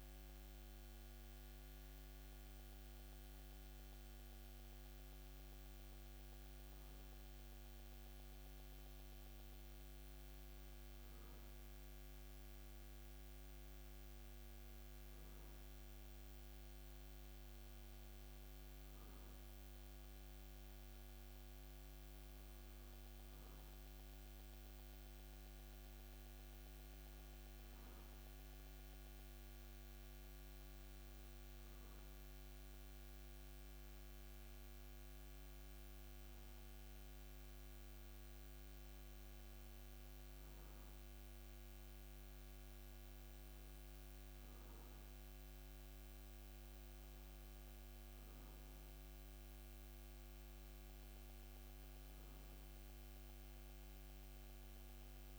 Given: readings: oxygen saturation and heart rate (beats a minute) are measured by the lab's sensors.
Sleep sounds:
breathing in sleep, hard to hear, by a microphone on the trachea; none
none scored
From the record:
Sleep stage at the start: N2 (light sleep); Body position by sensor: on the back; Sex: male

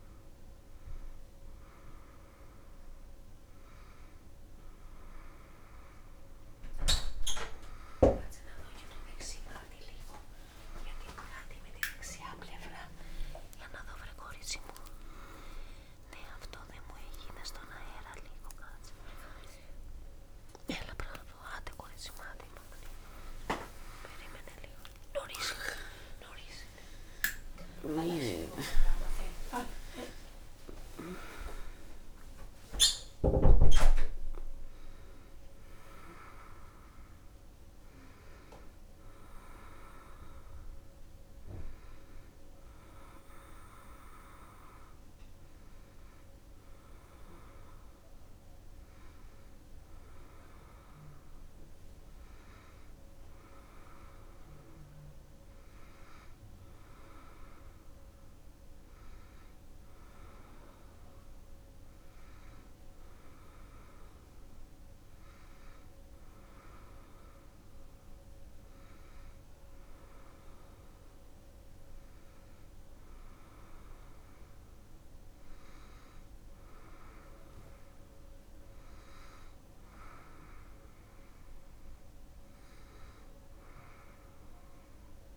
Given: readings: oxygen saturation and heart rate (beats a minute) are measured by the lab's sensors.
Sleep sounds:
a person awake in a sleep study, by a room microphone; none
none scored
From the record:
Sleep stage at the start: awake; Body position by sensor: on the back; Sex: female

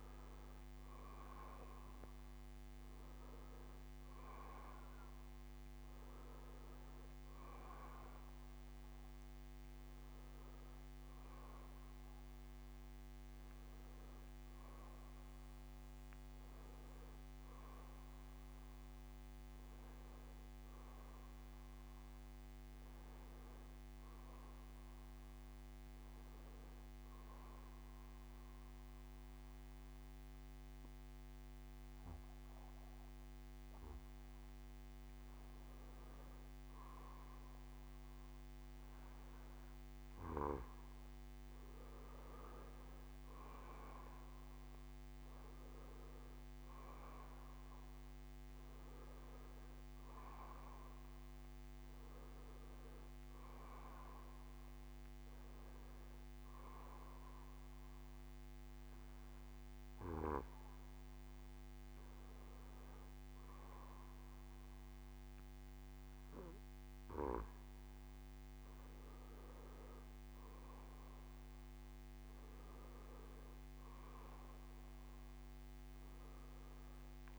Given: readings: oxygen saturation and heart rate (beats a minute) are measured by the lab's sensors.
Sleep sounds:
breathing in sleep, hard to hear, by a microphone on the trachea; 2
25.50-29.50 s: bradycardia (device-marked, heart rate 68 before, 55 extreme)
28.00-39.50 s: hypopnea (oxygen 93% before, 89% lowest, heart rate 71 before, 56 extreme, up 19 after)
42.50-45.50 s: arousal
42.50-45.50 s: bradycardia (device-marked, heart rate 68 before, 65 extreme)
44.50-61.50 s: oxygen desaturation (device-marked, oxygen 92% before, 89% lowest, heart rate 66 before, 56 extreme)
57.00-69.00 s: hypopnea (oxygen 93% before, 89% lowest, heart rate 68 before, 56 extreme, up 9 after)
58.50-60.50 s: bradycardia (device-marked, heart rate 68 before, 65 extreme)
70.50-72.50 s: bradycardia (device-marked, heart rate 68 before, 63 extreme)
74.50-76.50 s: bradycardia (device-marked, heart rate 68 before, 58 extreme)
From the record:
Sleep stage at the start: N2 (light sleep); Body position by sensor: on the back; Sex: male

